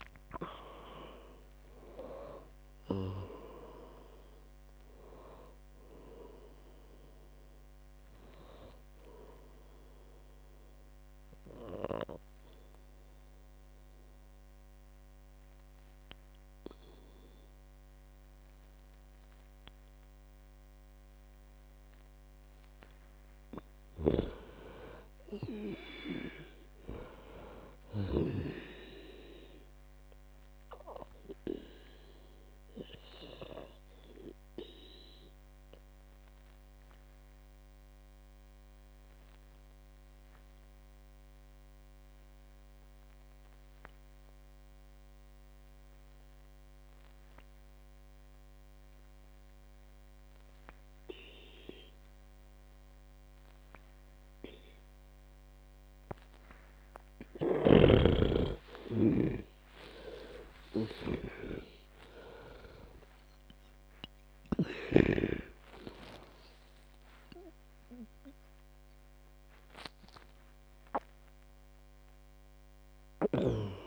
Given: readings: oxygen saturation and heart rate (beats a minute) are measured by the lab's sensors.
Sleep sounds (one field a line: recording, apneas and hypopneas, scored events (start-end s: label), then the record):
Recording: breathing in sleep by a microphone on the trachea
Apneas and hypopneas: 2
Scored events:
0.00-15.50 s: oxygen desaturation (device-marked, oxygen 92% lowest, heart rate 57 extreme)
10.50-23.00 s: obstructive apnea (oxygen 98% before, 91% lowest, heart rate 83 before, 57 extreme, up 14 after)
24.50-28.50 s: arousal
24.50-29.00 s: snoring (device-marked)
29.50-46.50 s: oxygen desaturation (device-marked, oxygen 98% before, 95% lowest, heart rate 61 before, 59 extreme)
32.00-58.00 s: obstructive apnea (oxygen 98% before, 91% lowest, heart rate 62 before, 59 extreme, up 41 after)
56.50-73.87 s: oxygen desaturation (device-marked, oxygen 98% before, 91% lowest, heart rate 62 before, 62 extreme)
59.50-66.50 s: arousal
From the record:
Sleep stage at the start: N2 (light sleep)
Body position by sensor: on the back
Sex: female